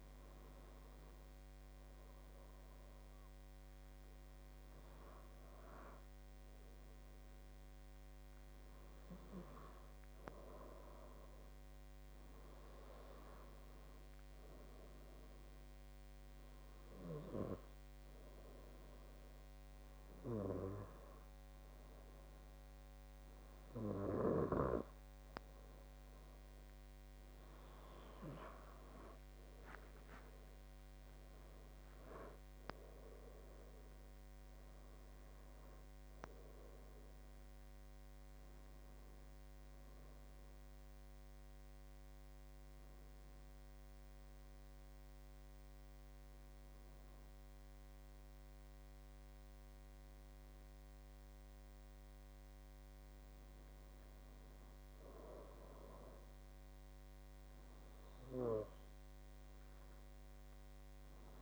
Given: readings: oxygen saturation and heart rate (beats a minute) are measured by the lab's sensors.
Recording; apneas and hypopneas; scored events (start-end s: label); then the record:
breathing in sleep by a microphone on the trachea; 2
0.00-1.00 s: oxygen desaturation (device-marked, oxygen 92% lowest, heart rate 69 extreme)
15.50-28.00 s: obstructive apnea (oxygen 94% before, 92% lowest, heart rate 72 before, 68 extreme, up 18 after)
30.00-33.50 s: arousal
41.00-55.00 s: obstructive apnea (oxygen 94% before, 92% lowest, heart rate 77 before, 68 extreme, up 3 after)
57.50-61.00 s: arousal
From the record:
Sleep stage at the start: N2 (light sleep); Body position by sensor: on the left side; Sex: male